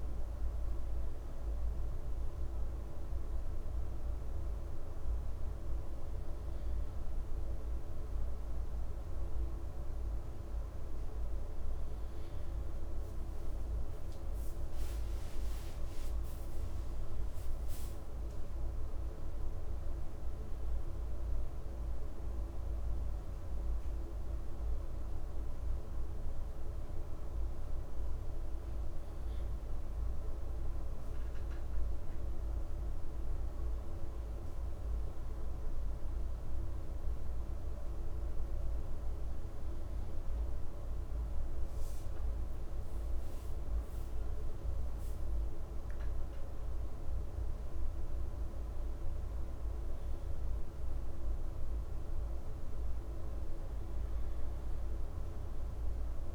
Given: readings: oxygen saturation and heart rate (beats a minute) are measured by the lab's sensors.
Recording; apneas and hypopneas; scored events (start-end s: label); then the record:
breathing in sleep, hard to hear, by a room microphone; none
none scored
From the record:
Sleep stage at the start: N2 (light sleep); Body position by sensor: on the left side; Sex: male